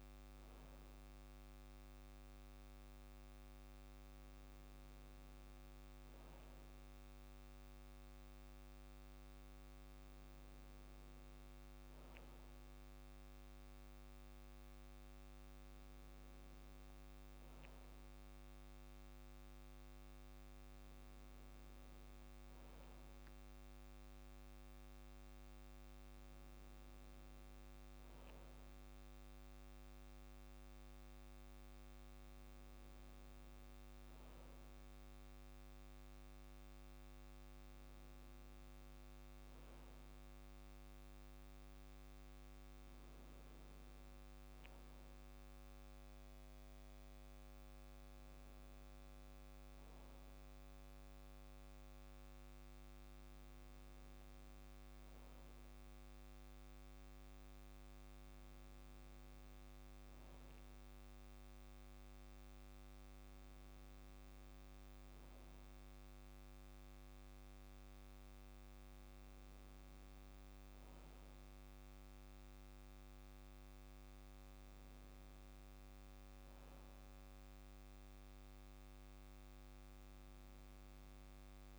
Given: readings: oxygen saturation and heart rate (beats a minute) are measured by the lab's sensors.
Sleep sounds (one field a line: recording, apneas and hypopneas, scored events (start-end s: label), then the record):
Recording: breathing in sleep, hard to hear, by a microphone on the trachea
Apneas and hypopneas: none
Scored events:
none scored
From the record:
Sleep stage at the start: N2 (light sleep)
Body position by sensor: on the back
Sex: male